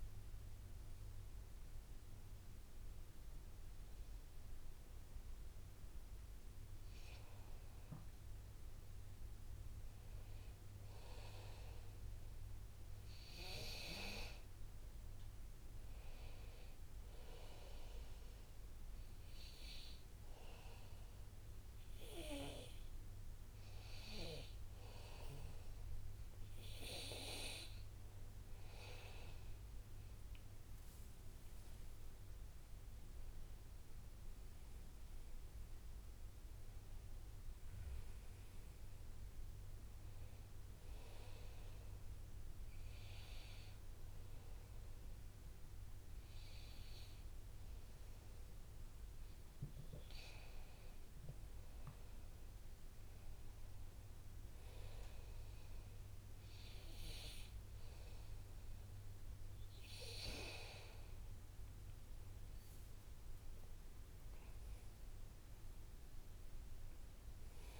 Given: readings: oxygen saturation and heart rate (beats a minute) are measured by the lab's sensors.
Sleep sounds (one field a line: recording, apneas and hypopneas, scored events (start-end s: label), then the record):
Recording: breathing in sleep by a room microphone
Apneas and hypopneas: 2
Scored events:
18.00-28.50 s: hypopnea (oxygen 99% before, 95% lowest, heart rate 66 before, 60 extreme, up 10 after)
20.00-33.00 s: oxygen desaturation (device-marked, oxygen 99% before, 96% lowest, heart rate 64 before, 62 extreme)
33.00-37.50 s: arousal
41.50-52.00 s: hypopnea (oxygen 99% before, 93% lowest, heart rate 64 before, 60 extreme, up 1 after)
61.50-67.00 s: arousal
From the record:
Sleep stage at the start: N2 (light sleep)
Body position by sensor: on the back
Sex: male